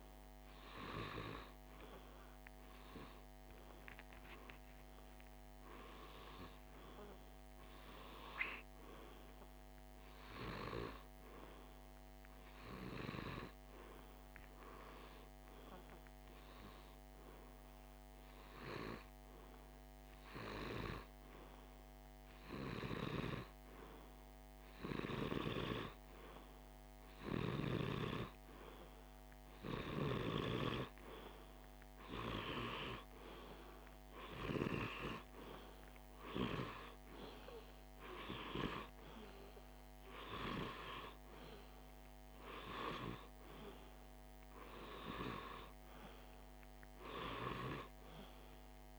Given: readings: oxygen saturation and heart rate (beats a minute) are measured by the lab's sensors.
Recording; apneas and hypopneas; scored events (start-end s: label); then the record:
breathing in sleep by a microphone on the trachea; 1
5.50-8.50 s: arousal
16.50-29.00 s: hypopnea (oxygen 98% before, 96% lowest, heart rate 49 before, 49 extreme, up 1 after)
32.50-37.00 s: arousal
From the record:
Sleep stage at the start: REM sleep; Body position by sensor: on the left side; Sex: male